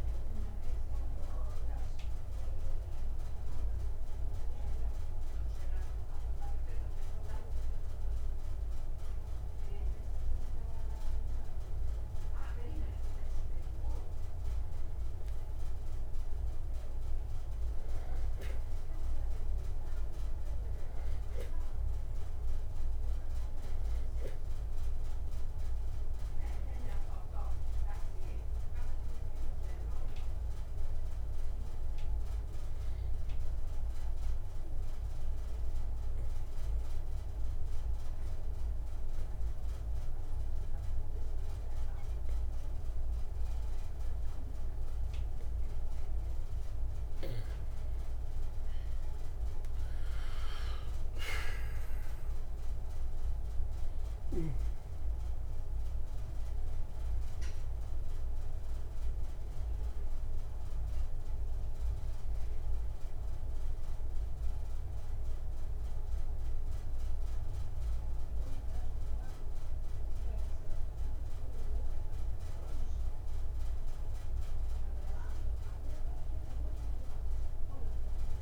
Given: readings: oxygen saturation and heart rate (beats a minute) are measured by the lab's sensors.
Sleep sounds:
breathing in sleep, hard to hear, by a room microphone; 2
2.50-13.00 s: hypopnea (oxygen 94% before, 91% lowest, heart rate 64 before, 62 extreme, up 1 after)
15.00-18.00 s: arousal
16.00-24.00 s: oxygen desaturation (device-marked, oxygen 95% before, 91% lowest, heart rate 66 before, 60 extreme)
33.50-47.50 s: obstructive apnea (oxygen 96% before, 85% lowest, heart rate 67 before, 60 extreme, up 45 after)
52.00-56.00 s: arousal
From the record:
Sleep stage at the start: N2 (light sleep); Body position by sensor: on the back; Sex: male

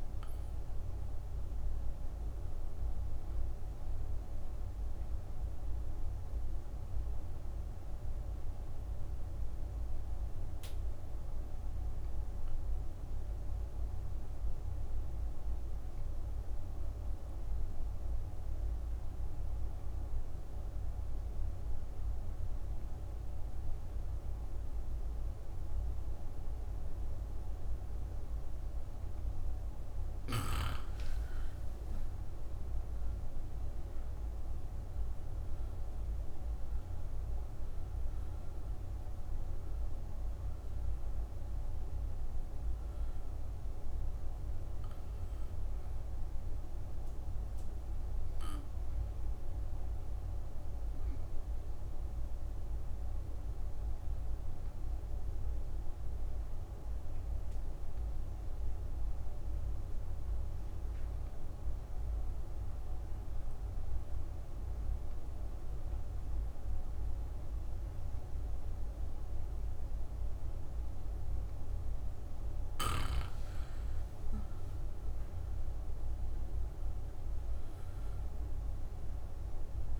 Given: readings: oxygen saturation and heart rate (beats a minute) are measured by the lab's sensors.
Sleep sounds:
breathing in sleep, hard to hear, by a room microphone; 2
0.00-11.50 s: oxygen desaturation (device-marked, oxygen 80% lowest, heart rate 59 extreme)
3.00-29.00 s: obstructive apnea (oxygen 97% before, 80% lowest, heart rate 69 before, 59 extreme, up 11 after)
28.50-59.50 s: oxygen desaturation (device-marked, oxygen 98% before, 83% lowest, heart rate 64 before, 59 extreme)
31.50-36.00 s: arousal
48.50-72.00 s: obstructive apnea (oxygen 98% before, 83% lowest, heart rate 67 before, 59 extreme, up 4 after)
73.50-78.00 s: arousal
73.50-80.00 s: oxygen desaturation (device-marked, oxygen 98% before, 85% lowest, heart rate 66 before, 59 extreme)
From the record:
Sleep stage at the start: N2 (light sleep); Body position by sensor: on the back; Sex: female

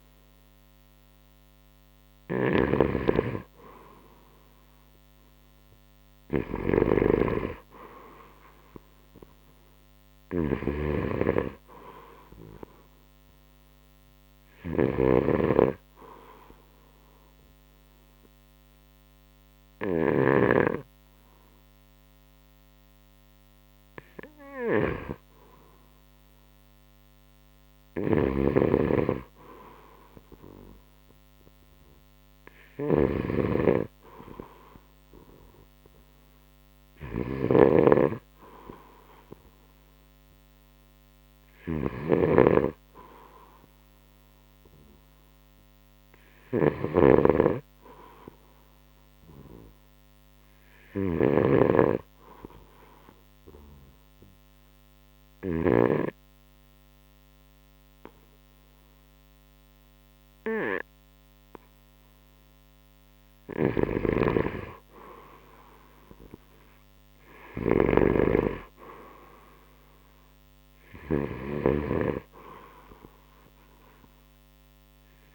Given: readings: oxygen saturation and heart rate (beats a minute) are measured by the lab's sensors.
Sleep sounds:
breathing in sleep by a microphone on the trachea; 2
0.00-8.50 s: oxygen desaturation (device-marked, oxygen 91% lowest, heart rate 68 extreme)
2.50-20.50 s: snoring (device-marked)
16.00-27.00 s: hypopnea (oxygen 94% before, 88% lowest, heart rate 71 before, 65 extreme, up 1 after)
17.50-27.50 s: oxygen desaturation (device-marked, oxygen 93% before, 89% lowest, heart rate 71 before, 65 extreme)
28.00-56.00 s: snoring (device-marked)
29.00-32.50 s: arousal
37.50-52.50 s: oxygen desaturation (device-marked, oxygen 95% before, 91% lowest, heart rate 69 before, 65 extreme)
53.50-65.00 s: obstructive apnea (oxygen 95% before, 88% lowest, heart rate 67 before, 67 extreme, up 7 after)
63.50-75.35 s: snoring (device-marked)
67.00-71.00 s: arousal
From the record:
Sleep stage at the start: N2 (light sleep); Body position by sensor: on the right side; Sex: male

